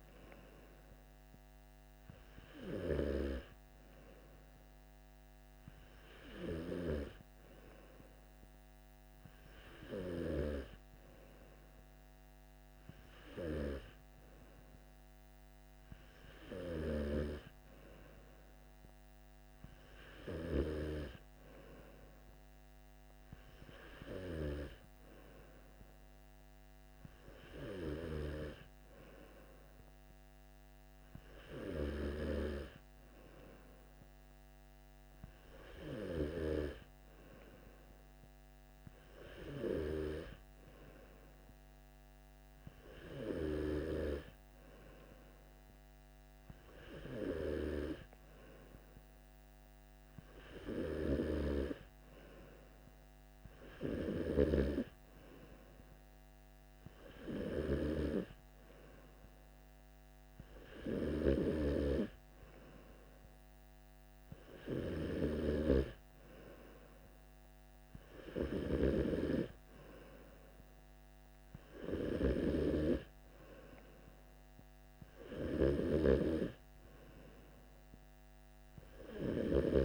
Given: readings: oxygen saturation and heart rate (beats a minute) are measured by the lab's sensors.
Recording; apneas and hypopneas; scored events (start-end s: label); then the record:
breathing in sleep by a microphone on the trachea; none
none scored
From the record:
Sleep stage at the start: N2 (light sleep); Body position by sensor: on the back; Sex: male